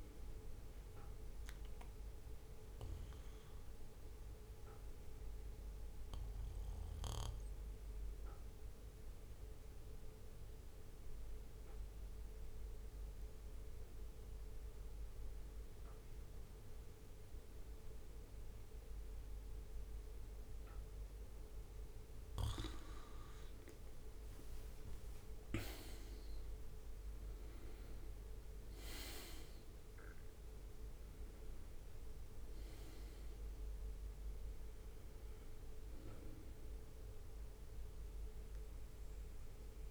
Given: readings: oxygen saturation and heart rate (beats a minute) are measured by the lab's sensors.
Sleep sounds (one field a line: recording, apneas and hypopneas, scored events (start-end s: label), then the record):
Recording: breathing in sleep, hard to hear, by a room microphone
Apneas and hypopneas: 1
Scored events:
0.00-10.00 s: oxygen desaturation (device-marked, oxygen 95% lowest, heart rate 63 extreme)
3.50-22.00 s: obstructive apnea (oxygen 99% before, 92% lowest, heart rate 66 before, 60 extreme, up 9 after)
23.00-24.00 s: leg movement (device-marked)
24.00-27.50 s: arousal
From the record:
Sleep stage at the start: N2 (light sleep)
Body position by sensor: on the back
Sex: male